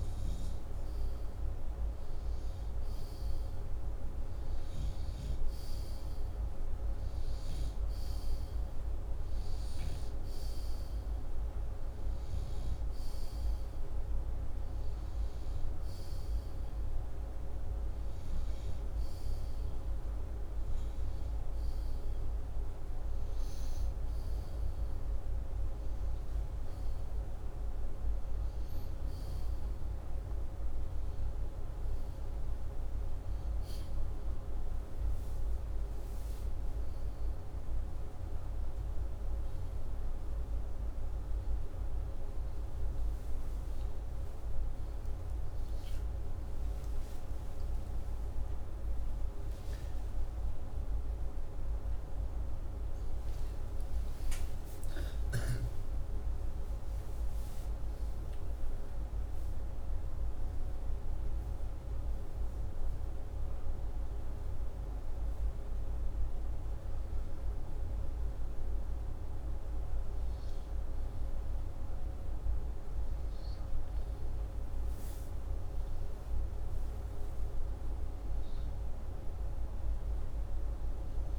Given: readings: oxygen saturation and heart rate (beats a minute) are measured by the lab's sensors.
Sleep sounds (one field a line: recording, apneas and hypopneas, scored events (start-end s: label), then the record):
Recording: a person partly awake in a sleep study, hard to hear, by a room microphone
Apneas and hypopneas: none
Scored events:
0.00-1.50 s: arousal
40.50-70.50 s: new sleep stage, awake
70.50-81.39 s: new sleep stage, N2 (light sleep)
From the record:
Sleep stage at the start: N2 (light sleep)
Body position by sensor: upright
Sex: male